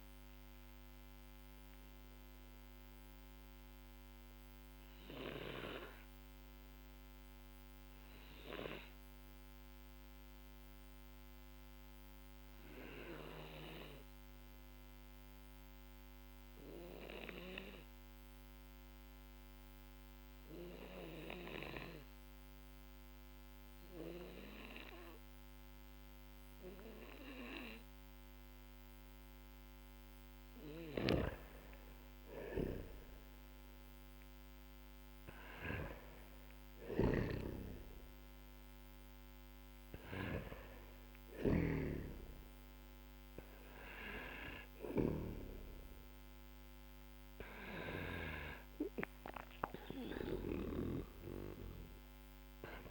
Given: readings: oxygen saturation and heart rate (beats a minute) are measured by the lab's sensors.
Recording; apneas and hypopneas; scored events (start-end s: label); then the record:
breathing in sleep by a microphone on the trachea; 1
0.00-1.50 s: oxygen desaturation (device-marked, oxygen 95% lowest, heart rate 46 extreme)
1.00-29.50 s: obstructive apnea (oxygen 99% before, 92% lowest, heart rate 57 before, 45 extreme, up 11 after)
30.50-34.00 s: arousal
30.50-48.00 s: snoring (device-marked)
36.50-52.91 s: oxygen desaturation (device-marked, oxygen 98% before, 92% lowest, heart rate 54 before, 47 extreme)
From the record:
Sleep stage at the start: N2 (light sleep); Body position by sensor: on the back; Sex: male